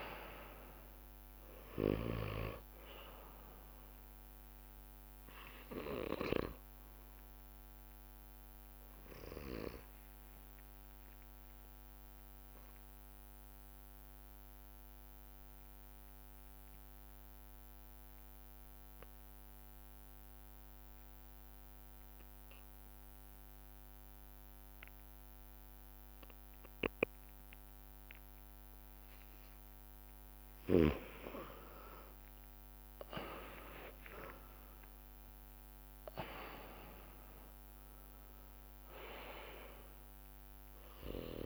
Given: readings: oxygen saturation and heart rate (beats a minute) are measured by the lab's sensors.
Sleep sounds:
breathing in sleep by a microphone on the trachea; 1
0.00-19.50 s: bradycardia (device-marked)
0.00-19.50 s: oxygen desaturation (device-marked, oxygen 91% lowest)
10.00-29.50 s: obstructive apnea (oxygen 99% before, 91% lowest)
22.50-41.46 s: bradycardia (device-marked)
32.00-38.00 s: arousal
32.50-41.46 s: oxygen desaturation (device-marked, oxygen 99% before, 91% lowest)
36.00-38.00 s: long interval between heartbeats (device-marked)
From the record:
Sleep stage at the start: N2 (light sleep); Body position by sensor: on the back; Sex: male

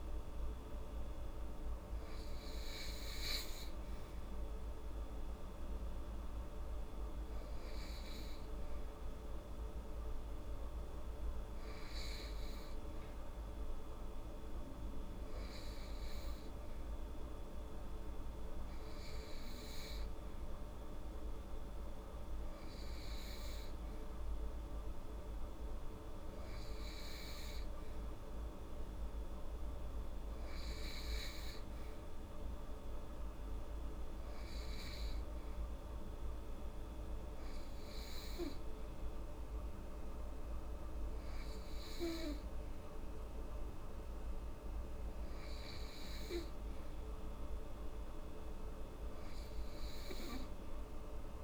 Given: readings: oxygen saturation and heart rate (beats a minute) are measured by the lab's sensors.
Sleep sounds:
breathing in sleep, hard to hear, by a room microphone; none
none scored
From the record:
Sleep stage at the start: N2 (light sleep); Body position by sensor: on the right side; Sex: female

